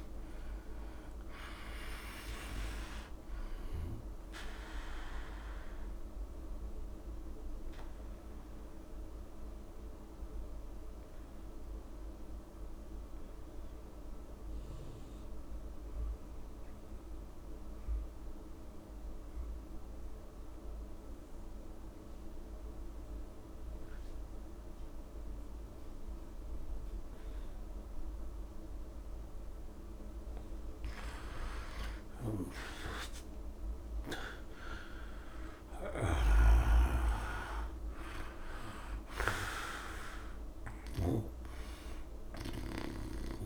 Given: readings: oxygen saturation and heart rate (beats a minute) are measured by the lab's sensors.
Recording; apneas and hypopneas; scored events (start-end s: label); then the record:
breathing in sleep by a room microphone; 1
0.00-14.00 s: oxygen desaturation (device-marked, oxygen 99% before, 92% lowest, heart rate 69 before, 65 extreme)
5.50-29.00 s: obstructive apnea (oxygen 99% before, 91% lowest, heart rate 73 before, 65 extreme, up 7 after)
28.00-43.46 s: oxygen desaturation (device-marked, oxygen 99% before, 91% lowest, heart rate 67 before, 65 extreme)
30.50-33.50 s: arousal
From the record:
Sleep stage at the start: N2 (light sleep); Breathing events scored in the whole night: 317 in 3.9 hours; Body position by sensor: on the back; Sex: male